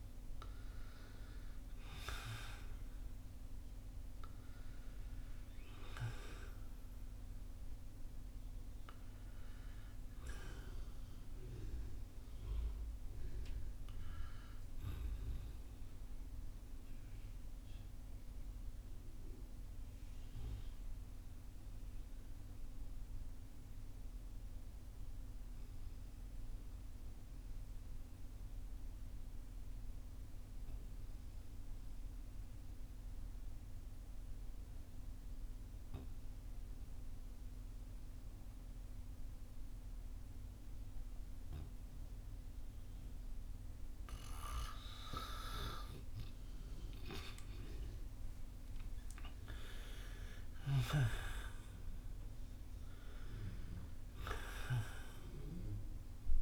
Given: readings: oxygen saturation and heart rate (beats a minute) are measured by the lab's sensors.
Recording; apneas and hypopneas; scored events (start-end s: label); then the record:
breathing in sleep by a room microphone; 1
0.00-31.50 s: oxygen desaturation (device-marked, oxygen 89% lowest, heart rate 38 extreme)
11.50-45.00 s: obstructive apnea (oxygen 97% before, 89% lowest, heart rate 59 before, 38 extreme, up 10 after)
46.00-52.00 s: arousal
46.50-56.42 s: oxygen desaturation (device-marked, oxygen 98% before, 89% lowest, heart rate 51 before, 41 extreme)
From the record:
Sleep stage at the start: N2 (light sleep); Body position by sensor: on the back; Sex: male